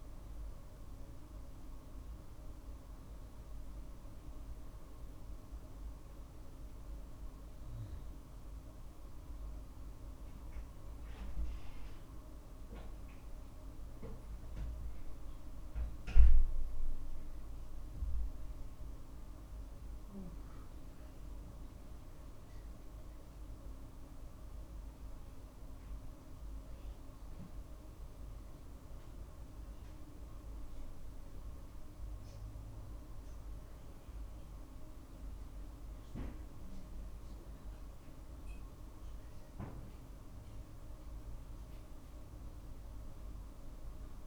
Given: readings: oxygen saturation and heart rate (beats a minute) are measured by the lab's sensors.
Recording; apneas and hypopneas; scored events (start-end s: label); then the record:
breathing in sleep, hard to hear, by a room microphone; none
none scored
From the record:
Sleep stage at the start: N2 (light sleep); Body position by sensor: on the right side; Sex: male